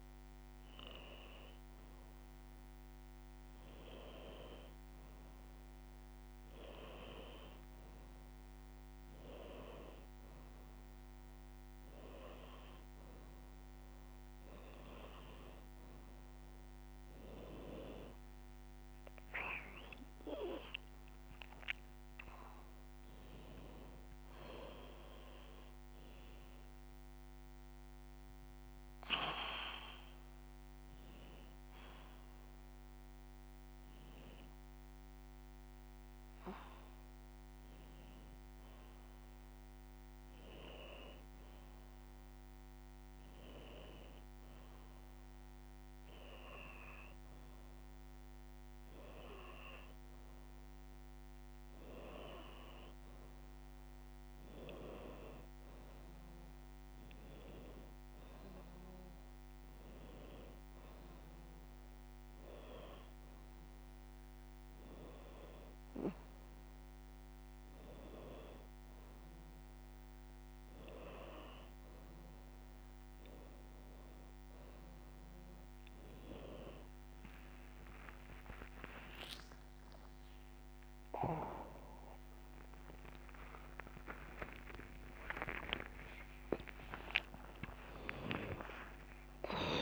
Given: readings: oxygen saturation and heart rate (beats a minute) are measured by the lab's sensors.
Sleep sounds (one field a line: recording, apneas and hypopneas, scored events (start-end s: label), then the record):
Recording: a person awake in a sleep study, by a microphone on the trachea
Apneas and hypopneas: none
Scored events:
82.50-84.50 s: long interval between heartbeats (device-marked, heart rate 92 before, 113 extreme)
86.50-88.50 s: long interval between heartbeats (device-marked, heart rate 96 before, 126 extreme)
From the record:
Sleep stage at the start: awake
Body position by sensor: upright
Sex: female